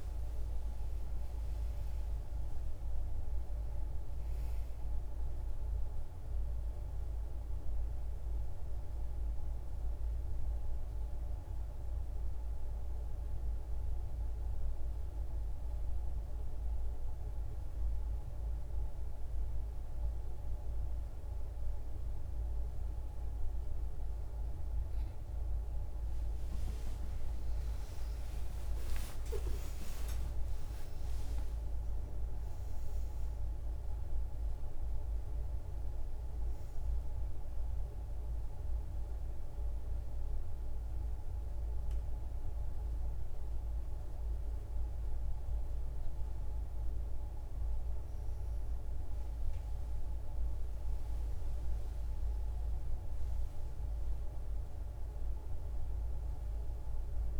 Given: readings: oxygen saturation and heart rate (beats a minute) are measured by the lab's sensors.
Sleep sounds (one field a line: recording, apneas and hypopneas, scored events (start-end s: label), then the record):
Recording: breathing in sleep, hard to hear, by a room microphone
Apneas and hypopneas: 1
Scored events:
0.00-2.00 s: arousal
0.00-21.00 s: oxygen desaturation (device-marked, oxygen 96% before, 90% lowest, heart rate 104 before, 60 extreme)
11.00-26.00 s: hypopnea (oxygen 96% before, 90% lowest, heart rate 108 before, 60 extreme, up 51 after)
27.50-31.50 s: arousal
31.00-50.00 s: oxygen desaturation (device-marked, oxygen 97% before, 91% lowest, heart rate 129 before, 55 extreme)
52.00-55.50 s: arousal
From the record:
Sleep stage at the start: N2 (light sleep)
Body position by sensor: on the back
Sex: female